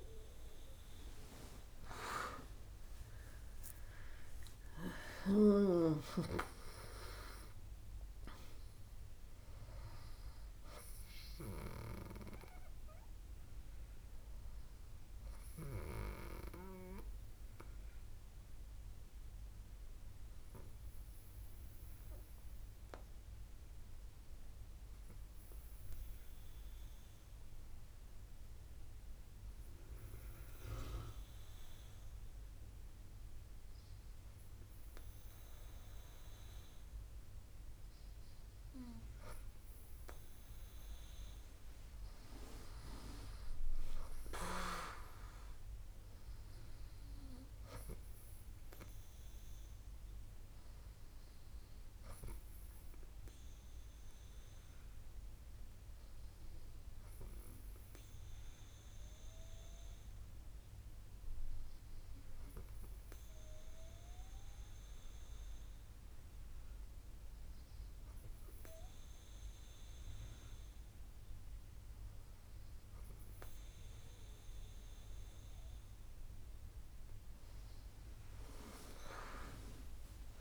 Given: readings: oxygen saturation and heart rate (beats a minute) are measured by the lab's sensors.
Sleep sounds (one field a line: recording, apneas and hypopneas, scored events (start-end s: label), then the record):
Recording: breathing in sleep by a room microphone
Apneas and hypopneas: 2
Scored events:
4.50-8.50 s: arousal
21.50-37.00 s: hypopnea (oxygen 96% before, 95% lowest, heart rate 70 before, 64 extreme, up 13 after)
39.00-42.00 s: arousal
56.50-76.00 s: hypopnea (oxygen 99% before, 96% lowest, heart rate 71 before, 65 extreme, up 9 after)
From the record:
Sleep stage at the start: N2 (light sleep)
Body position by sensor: on the back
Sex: female